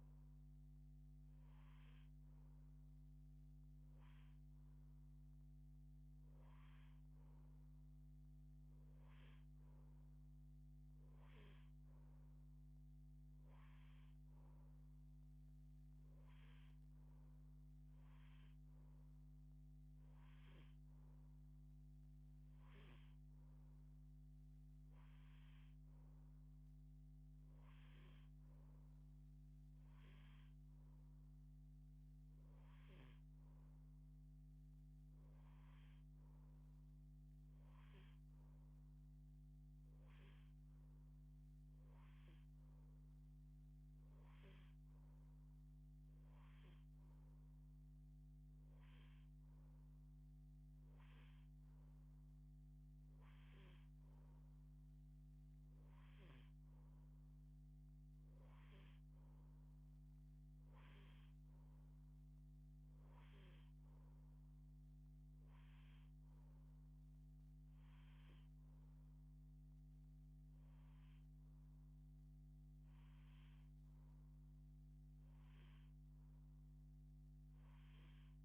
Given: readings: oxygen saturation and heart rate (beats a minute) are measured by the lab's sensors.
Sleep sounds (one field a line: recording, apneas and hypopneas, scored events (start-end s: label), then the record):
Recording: breathing in sleep, hard to hear, by a microphone on the trachea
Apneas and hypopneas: none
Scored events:
none scored
From the record:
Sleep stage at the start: N2 (light sleep)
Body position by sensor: on the left side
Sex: female